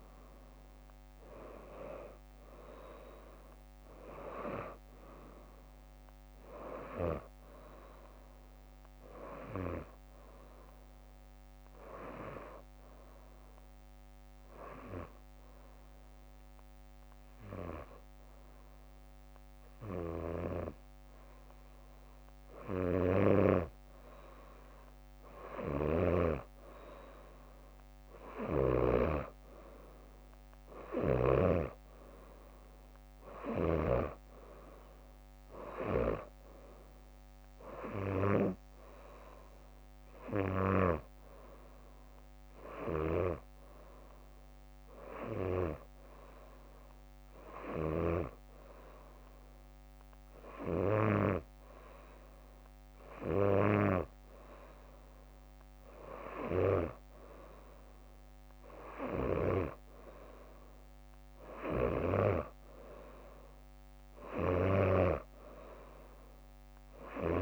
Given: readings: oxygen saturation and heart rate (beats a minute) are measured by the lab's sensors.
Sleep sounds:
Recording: breathing in sleep by a microphone on the trachea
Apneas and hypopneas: 2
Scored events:
2.00-8.00 s: leg movement (device-marked)
9.50-23.00 s: hypopnea (oxygen 93% before, 90% lowest, heart rate 65 before, 59 extreme, up 11 after)
20.00-35.00 s: drop in pulse transit time (device-marked, heart rate 65 before, 59 extreme)
22.50-24.00 s: leg movement (device-marked)
25.00-28.50 s: arousal
25.50-29.00 s: snoring (device-marked)
28.50-34.00 s: leg movement (device-marked)
39.50-50.00 s: hypopnea (oxygen 94% before, 89% lowest, heart rate 66 before, 60 extreme, up 5 after)
50.00-57.50 s: leg movement (device-marked)
55.00-59.00 s: arousal
61.50-67.42 s: leg movement (device-marked)
From the record:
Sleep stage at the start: N2 (light sleep)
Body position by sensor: on the back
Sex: female

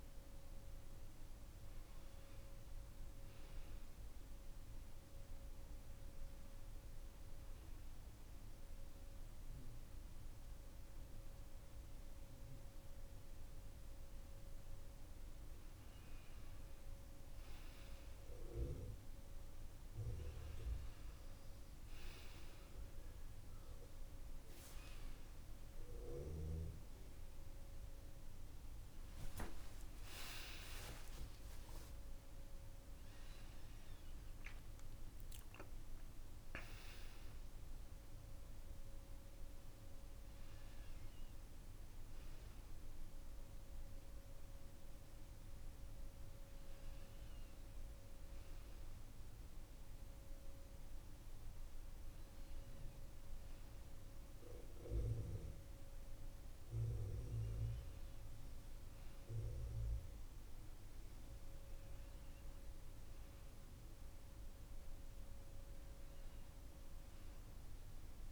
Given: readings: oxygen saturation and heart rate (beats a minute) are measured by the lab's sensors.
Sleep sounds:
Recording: breathing in sleep by a room microphone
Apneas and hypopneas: none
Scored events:
none scored
From the record:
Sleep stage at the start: N2 (light sleep)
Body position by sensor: on the back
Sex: male

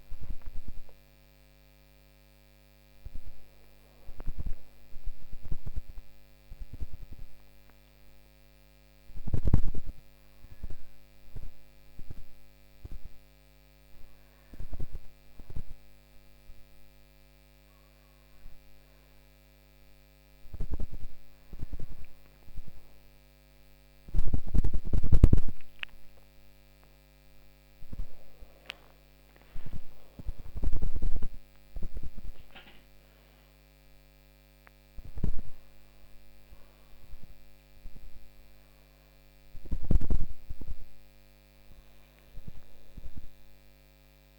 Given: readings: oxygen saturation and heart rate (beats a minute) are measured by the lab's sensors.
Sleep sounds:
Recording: a person awake in a sleep study, by a microphone on the trachea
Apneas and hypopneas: none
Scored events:
none scored
From the record:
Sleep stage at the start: awake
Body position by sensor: on the back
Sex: female

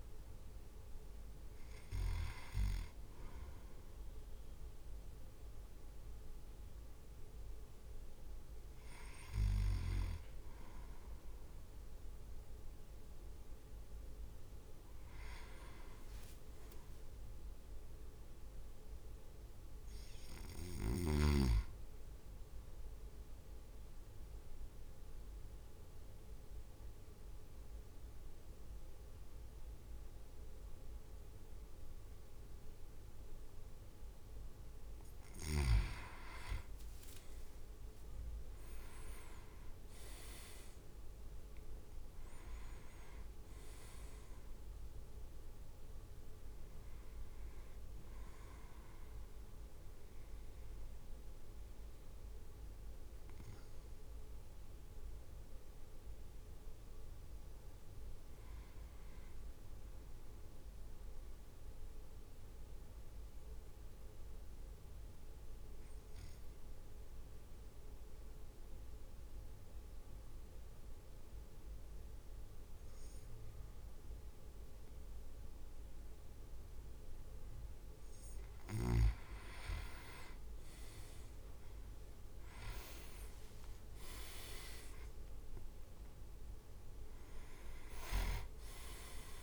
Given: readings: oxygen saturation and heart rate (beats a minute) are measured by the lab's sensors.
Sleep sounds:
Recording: breathing in sleep by a room microphone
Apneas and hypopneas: 2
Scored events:
15.50-17.50 s: leg movement (device-marked)
16.50-20.00 s: arousal
23.00-36.50 s: mixed apnea (oxygen 99% before, 96% lowest, heart rate 57 before, 51 extreme, up 12 after)
36.50-37.50 s: leg movement (device-marked)
37.50-40.00 s: leg movement (device-marked)
38.50-43.00 s: arousal
41.00-53.00 s: drop in pulse transit time (device-marked, heart rate 56 before, 52 extreme)
57.50-60.00 s: leg movement (device-marked)
60.50-77.50 s: mixed apnea (oxygen 99% before, 96% lowest, heart rate 56 before, 49 extreme, up 8 after)
80.00-84.50 s: arousal
80.50-82.50 s: leg movement (device-marked)
85.00-89.43 s: drop in pulse transit time (device-marked, heart rate 56 before, 49 extreme)
From the record:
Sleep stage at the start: N2 (light sleep)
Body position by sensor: on the back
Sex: male

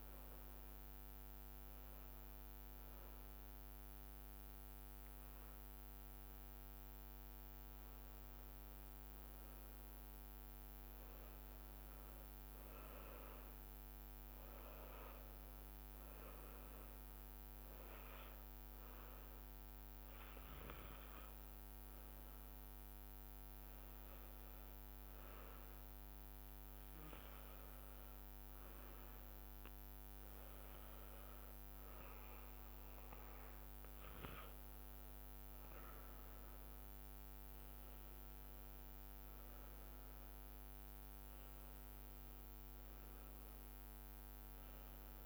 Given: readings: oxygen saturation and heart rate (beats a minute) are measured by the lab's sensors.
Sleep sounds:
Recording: breathing in sleep, hard to hear, by a microphone on the trachea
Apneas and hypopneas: 1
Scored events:
1.00-11.50 s: hypopnea (oxygen 97% before, 95% lowest)
2.50-11.50 s: bradycardia (device-marked)
16.50-22.50 s: arousal
From the record:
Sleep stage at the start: N2 (light sleep)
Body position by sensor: on the back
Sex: male

